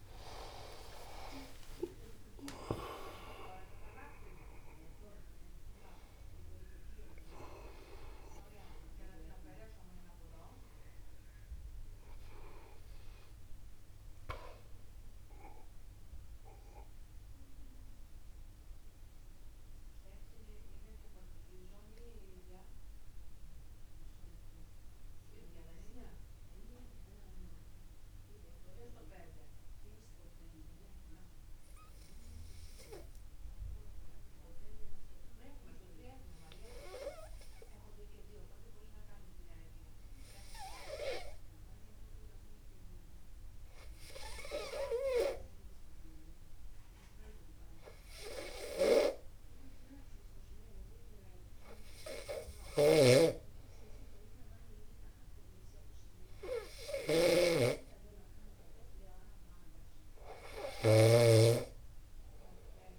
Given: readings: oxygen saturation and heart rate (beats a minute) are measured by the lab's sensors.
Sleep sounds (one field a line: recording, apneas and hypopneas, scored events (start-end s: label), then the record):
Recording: breathing in sleep by a room microphone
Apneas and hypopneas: 1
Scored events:
0.00-5.50 s: arousal
2.00-4.00 s: long interval between heartbeats (device-marked, heart rate 52 before, 81 extreme)
16.50-58.00 s: mixed apnea (oxygen 97% before, 94% lowest, heart rate 66 before, 49 extreme, up 1 after)
33.50-35.50 s: long interval between heartbeats (device-marked, heart rate 52 before, 60 extreme)
53.00-62.99 s: snoring (device-marked)
56.50-61.50 s: oxygen desaturation (device-marked, oxygen 98% before, 95% lowest, heart rate 51 before, 49 extreme)
From the record:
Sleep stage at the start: N2 (light sleep)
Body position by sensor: upright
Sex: male